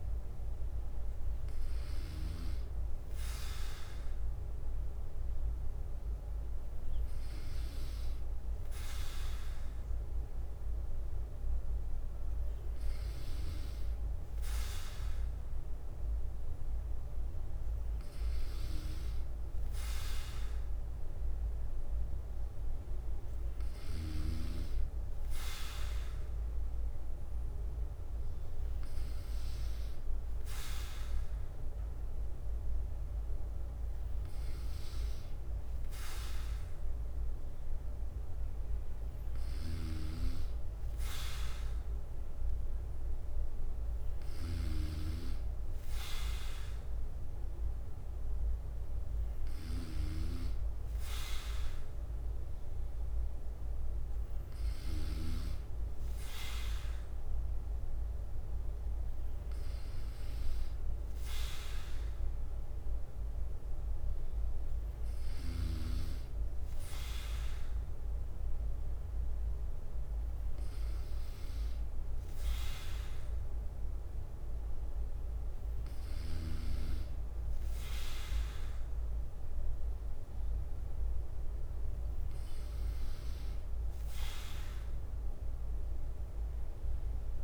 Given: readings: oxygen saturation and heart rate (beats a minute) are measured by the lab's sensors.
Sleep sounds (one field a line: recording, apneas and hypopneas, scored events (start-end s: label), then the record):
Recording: breathing in sleep by a room microphone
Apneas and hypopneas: none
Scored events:
43.00-48.00 s: bradycardia (device-marked, heart rate 59 before, 59 extreme)
63.00-66.00 s: bradycardia (device-marked, heart rate 59 before, 60 extreme)
72.00-87.44 s: bradycardia (device-marked, heart rate 59 before, 57 extreme)
From the record:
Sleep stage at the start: N3 (deep sleep)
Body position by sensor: on the back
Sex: male